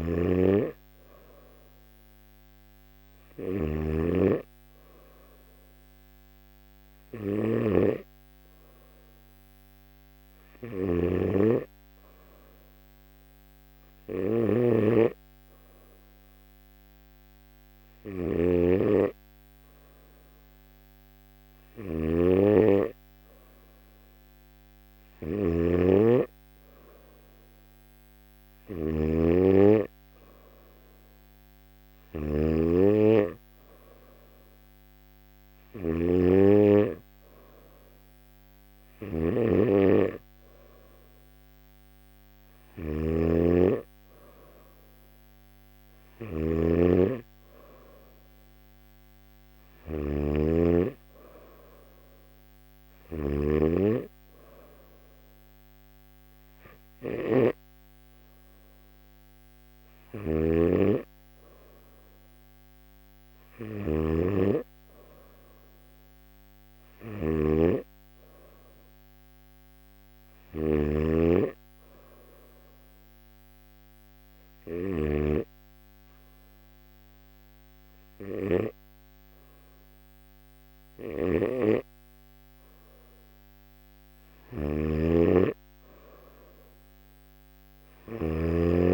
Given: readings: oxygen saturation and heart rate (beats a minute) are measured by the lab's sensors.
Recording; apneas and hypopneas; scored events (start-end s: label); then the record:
breathing in sleep by a microphone on the trachea; none
0.00-75.00 s: snoring (device-marked)
84.00-88.94 s: snoring (device-marked)
From the record:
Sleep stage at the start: N1 (lightest sleep); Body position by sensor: on the back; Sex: male